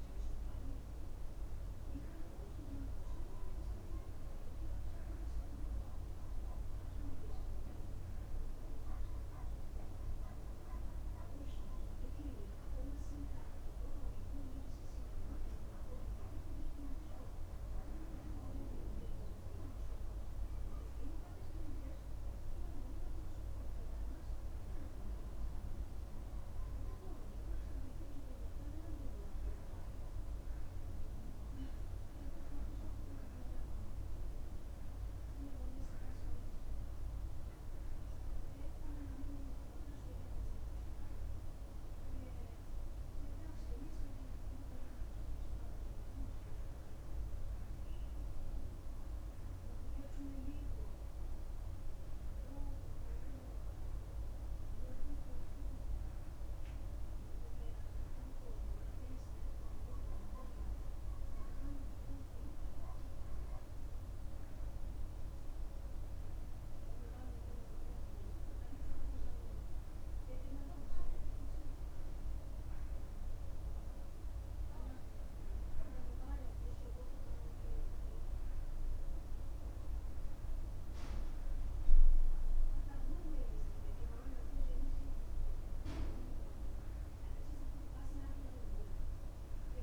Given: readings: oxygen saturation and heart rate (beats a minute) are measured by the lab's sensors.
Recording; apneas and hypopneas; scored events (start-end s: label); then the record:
breathing in sleep, hard to hear, by a room microphone; none
none scored
From the record:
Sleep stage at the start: N2 (light sleep); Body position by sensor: on the back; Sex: male